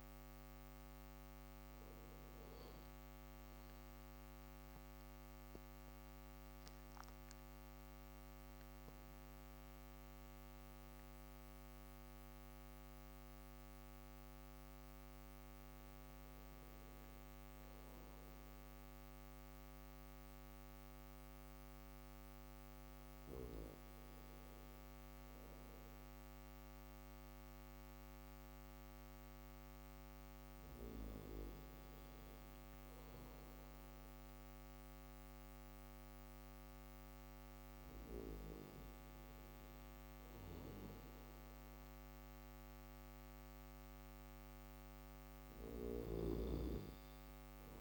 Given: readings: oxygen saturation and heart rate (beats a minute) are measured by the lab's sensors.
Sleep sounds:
breathing in sleep by a microphone on the trachea; none
none scored
From the record:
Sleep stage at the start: N1 (lightest sleep); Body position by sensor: on the back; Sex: male

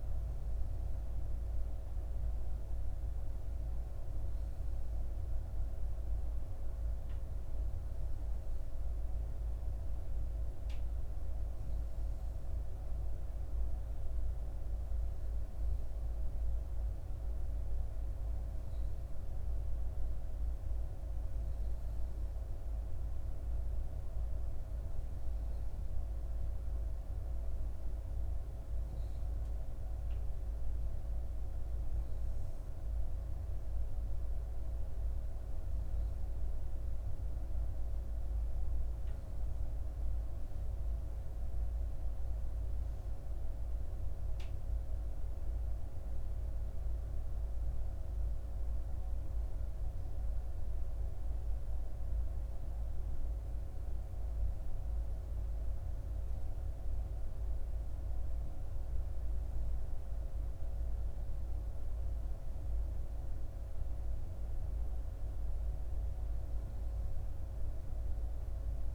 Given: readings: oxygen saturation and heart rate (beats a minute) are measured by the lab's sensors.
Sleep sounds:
breathing in sleep, hard to hear, by a room microphone; none
none scored
From the record:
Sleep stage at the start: N2 (light sleep); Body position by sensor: on the back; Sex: female

